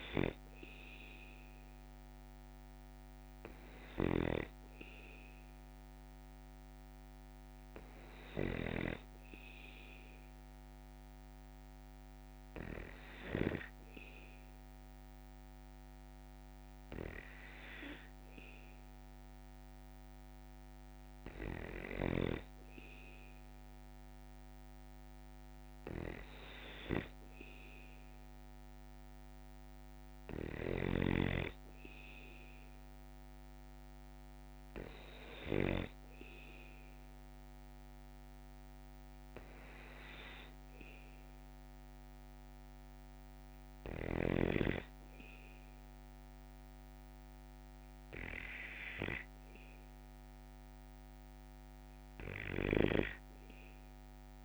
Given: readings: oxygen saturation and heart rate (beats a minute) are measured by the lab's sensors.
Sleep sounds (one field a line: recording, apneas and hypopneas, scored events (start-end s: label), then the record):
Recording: breathing in sleep by a microphone on the trachea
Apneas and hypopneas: none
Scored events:
3.50-8.50 s: snoring (device-marked)
From the record:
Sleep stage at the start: N2 (light sleep)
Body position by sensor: on the back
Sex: male